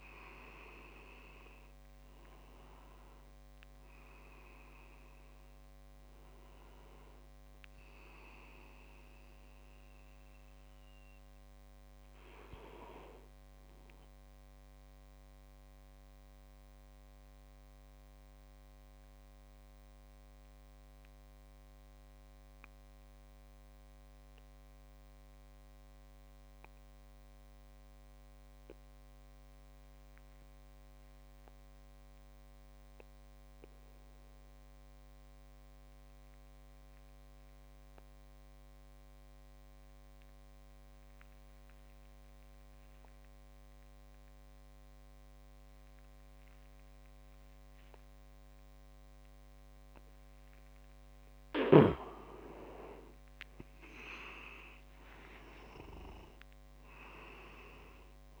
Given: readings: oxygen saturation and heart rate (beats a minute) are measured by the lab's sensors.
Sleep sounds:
breathing in sleep by a microphone on the trachea; 1
0.00-1.00 s: leg movement (device-marked)
0.00-10.50 s: oxygen desaturation (device-marked, oxygen 89% lowest)
14.50-51.00 s: mixed apnea (oxygen 96% before, 88% lowest)
42.50-58.40 s: oxygen desaturation (device-marked, oxygen 98% before, 88% lowest)
53.50-56.50 s: leg movement (device-marked)
53.50-58.00 s: arousal
From the record:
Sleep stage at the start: N2 (light sleep); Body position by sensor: on the back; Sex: male

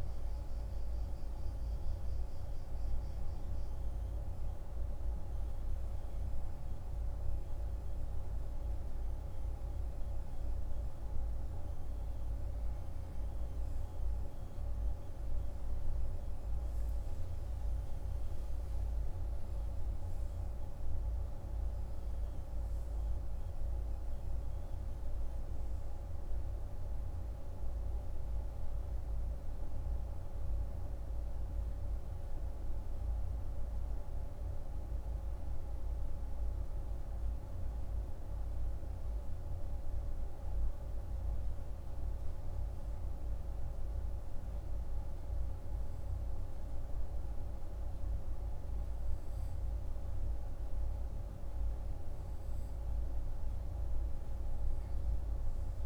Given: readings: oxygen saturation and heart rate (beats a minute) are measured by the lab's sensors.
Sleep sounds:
breathing in sleep, hard to hear, by a room microphone; 1
27.00-51.00 s: hypopnea (oxygen 96% before, 95% lowest, heart rate 59 before, 50 extreme, up 10 after)
From the record:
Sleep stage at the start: N3 (deep sleep); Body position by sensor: on the right side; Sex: male

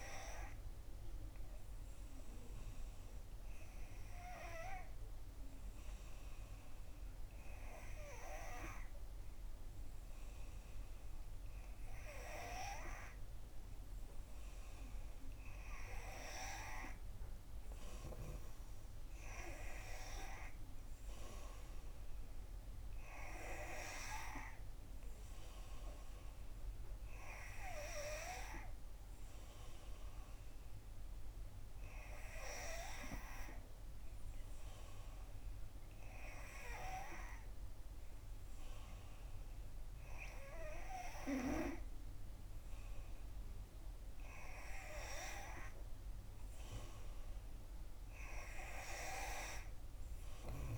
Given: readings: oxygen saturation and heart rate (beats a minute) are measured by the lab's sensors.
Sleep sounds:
breathing in sleep by a room microphone; 1
0.50-14.00 s: hypopnea (oxygen 92% before, 89% lowest, heart rate 66 before, 63 extreme, up 6 after)
16.50-20.50 s: arousal
From the record:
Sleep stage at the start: N3 (deep sleep); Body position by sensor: on the back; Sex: female

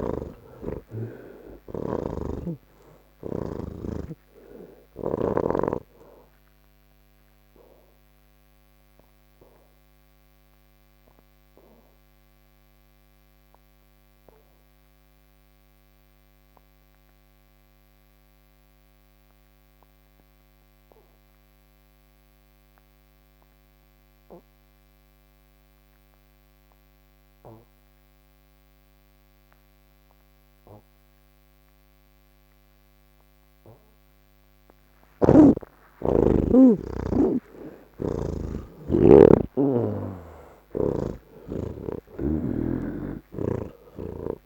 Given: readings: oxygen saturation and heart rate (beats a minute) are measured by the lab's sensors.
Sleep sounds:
breathing in sleep by a microphone on the trachea; none
0.00-3.00 s: snoring (device-marked)
0.00-22.00 s: oxygen desaturation (device-marked, oxygen 82% lowest, heart rate 67 extreme)
32.00-44.46 s: oxygen desaturation (device-marked, oxygen 99% before, 81% lowest, heart rate 71 before, 70 extreme)
34.50-38.00 s: snoring (device-marked)
42.50-44.46 s: snoring (device-marked)
From the record:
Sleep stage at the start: N3 (deep sleep); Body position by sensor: on the back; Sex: male

